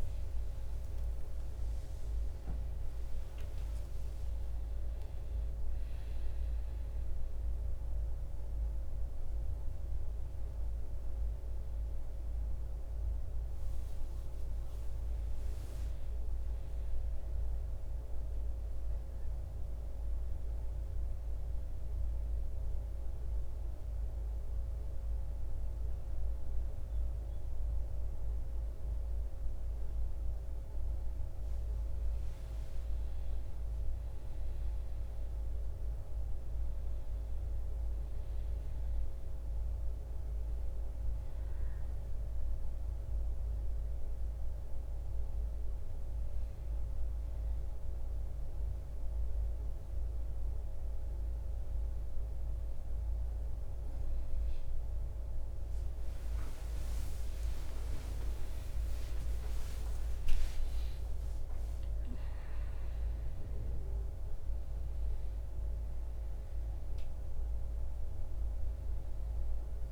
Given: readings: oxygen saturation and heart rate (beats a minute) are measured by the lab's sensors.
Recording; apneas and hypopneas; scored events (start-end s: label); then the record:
breathing in sleep, hard to hear, by a room microphone; 2
16.50-20.00 s: arousal
22.50-32.50 s: central apnea (oxygen 95% before, 90% lowest, heart rate 67 before, 59 extreme, up 6 after)
35.00-38.00 s: arousal
41.00-53.50 s: hypopnea (oxygen 96% before, 90% lowest, heart rate 61 before, 59 extreme)
42.50-54.50 s: oxygen desaturation (device-marked, oxygen 95% before, 90% lowest, heart rate 61 before, 59 extreme)
57.00-61.50 s: arousal
65.50-69.92 s: oxygen desaturation (device-marked, oxygen 95% before, 90% lowest, heart rate 84 before, 57 extreme)
From the record:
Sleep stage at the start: N1 (lightest sleep); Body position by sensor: on the back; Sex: male